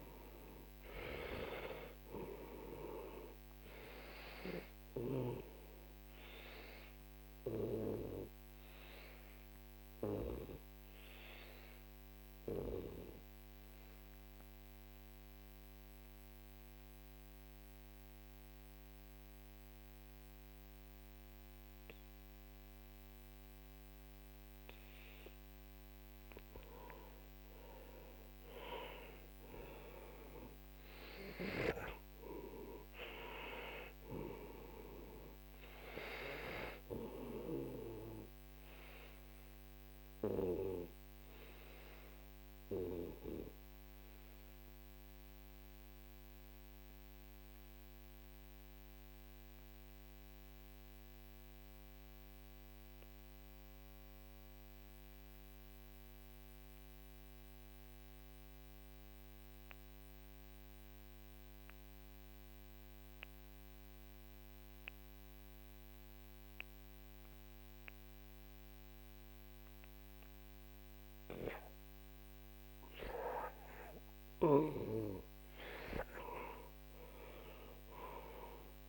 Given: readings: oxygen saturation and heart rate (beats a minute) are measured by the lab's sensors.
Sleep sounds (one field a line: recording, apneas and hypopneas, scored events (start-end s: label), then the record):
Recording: breathing in sleep by a microphone on the trachea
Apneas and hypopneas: 2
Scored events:
0.00-1.00 s: arousal
2.50-19.50 s: oxygen desaturation (device-marked, oxygen 96% before, 92% lowest, heart rate 50 before, 48 extreme)
8.50-25.00 s: obstructive apnea (oxygen 98% before, 87% lowest, heart rate 54 before, 48 extreme, up 14 after)
28.50-33.00 s: arousal
33.50-52.50 s: oxygen desaturation (device-marked, oxygen 97% before, 92% lowest, heart rate 54 before, 48 extreme)
44.50-74.00 s: obstructive apnea (oxygen 97% before, 85% lowest, heart rate 57 before, 49 extreme, up 14 after)
63.50-78.89 s: oxygen desaturation (device-marked, oxygen 98% before, 85% lowest, heart rate 50 before, 50 extreme)
76.50-78.89 s: arousal
From the record:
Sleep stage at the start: REM sleep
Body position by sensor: on the back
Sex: male